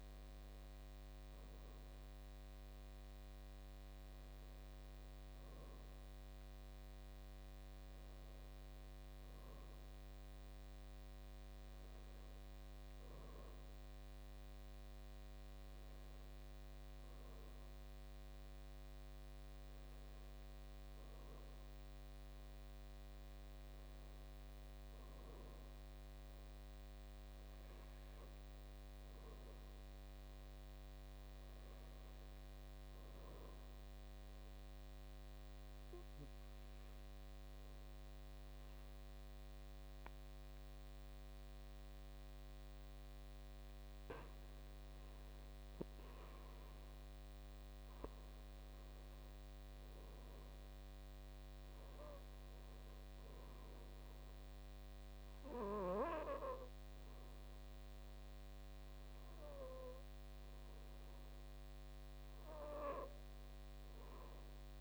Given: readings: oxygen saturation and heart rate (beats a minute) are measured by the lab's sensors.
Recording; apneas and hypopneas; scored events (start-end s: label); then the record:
breathing in sleep, hard to hear, by a microphone on the trachea; 1
20.00-64.81 s: new sleep stage, N2 (light sleep)
23.00-27.00 s: arousal
34.00-45.50 s: obstructive apnea (oxygen 97% before, 93% lowest, heart rate 61 before, 58 extreme, up 6 after)
47.00-51.00 s: arousal
From the record:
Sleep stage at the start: N1 (lightest sleep); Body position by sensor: on the back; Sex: male